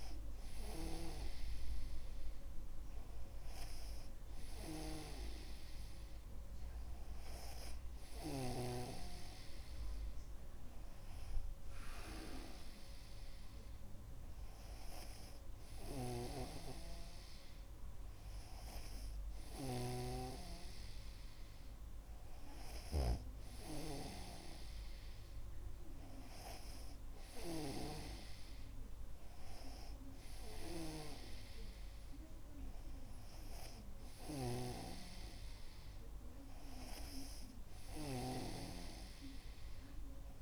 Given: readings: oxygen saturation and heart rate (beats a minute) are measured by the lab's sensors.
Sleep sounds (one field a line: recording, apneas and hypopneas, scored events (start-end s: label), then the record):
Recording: breathing in sleep by a room microphone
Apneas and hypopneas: none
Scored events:
16.50-20.50 s: snoring (device-marked)
35.00-40.42 s: snoring (device-marked)
From the record:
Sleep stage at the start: N2 (light sleep)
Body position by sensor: on the back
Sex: male